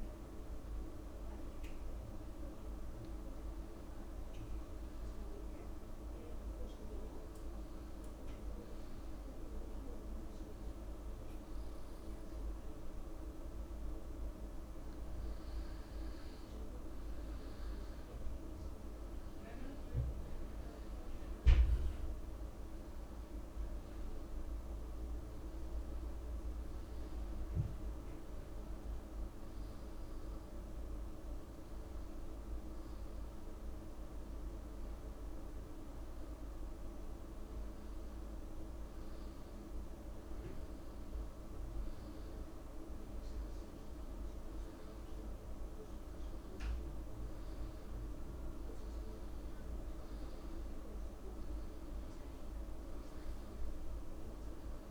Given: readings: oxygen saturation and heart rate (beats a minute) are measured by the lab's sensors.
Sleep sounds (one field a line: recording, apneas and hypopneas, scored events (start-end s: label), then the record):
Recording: breathing in sleep, hard to hear, by a room microphone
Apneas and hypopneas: 1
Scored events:
7.00-18.00 s: hypopnea (oxygen 96% before, 92% lowest)
7.50-54.90 s: new sleep stage, N2 (light sleep)
20.00-23.50 s: arousal
52.50-54.90 s: arousal
From the record:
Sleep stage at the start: N1 (lightest sleep)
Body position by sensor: on the back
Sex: male